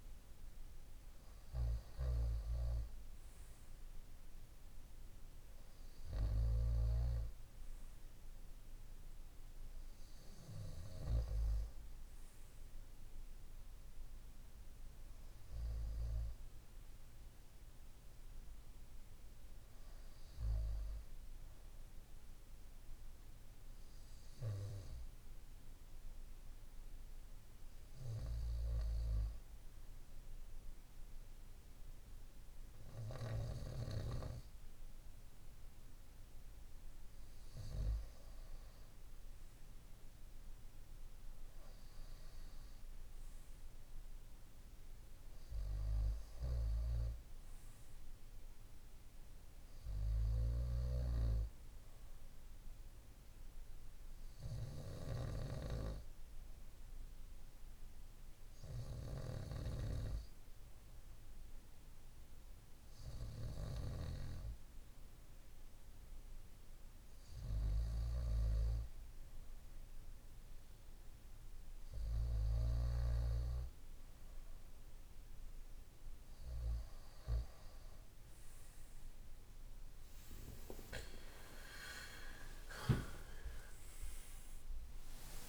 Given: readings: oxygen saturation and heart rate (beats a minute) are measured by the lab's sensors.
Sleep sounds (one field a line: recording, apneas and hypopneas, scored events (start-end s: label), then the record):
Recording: breathing in sleep by a room microphone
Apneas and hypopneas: 1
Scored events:
0.00-6.50 s: snoring (device-marked)
23.00-35.50 s: hypopnea (oxygen 95% before, 93% lowest, heart rate 57 before, 54 extreme, up 5 after)
41.00-45.00 s: arousal
59.00-72.50 s: snoring (device-marked)
81.50-85.48 s: tachycardia (device-marked, heart rate 55 before, 136 extreme)
82.50-85.48 s: arousal
83.00-85.00 s: long interval between heartbeats (device-marked, heart rate 57 before, 80 extreme)
From the record:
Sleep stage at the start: N2 (light sleep)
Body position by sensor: on the right side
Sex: male